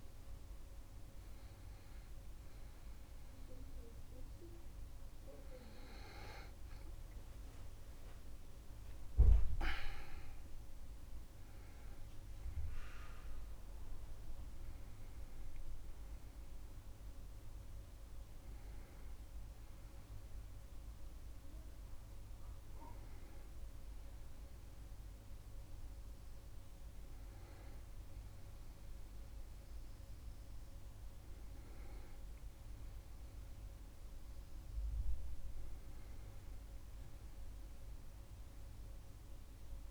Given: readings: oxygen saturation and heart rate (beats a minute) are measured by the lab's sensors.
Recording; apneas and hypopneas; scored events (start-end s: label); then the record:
breathing in sleep by a room microphone; none
0.00-6.00 s: oxygen desaturation (device-marked, oxygen 93% lowest, heart rate 68 extreme)
5.00-8.00 s: arousal
6.50-8.50 s: long interval between heartbeats (device-marked, heart rate 80 before, 88 extreme)
9.50-11.50 s: long interval between heartbeats (device-marked, heart rate 85 before, 115 extreme)
15.00-17.00 s: long interval between heartbeats (device-marked, heart rate 93 before, 85 extreme)
31.00-39.91 s: new sleep stage, N2 (light sleep)
From the record:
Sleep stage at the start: N1 (lightest sleep); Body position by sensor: on the back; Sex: male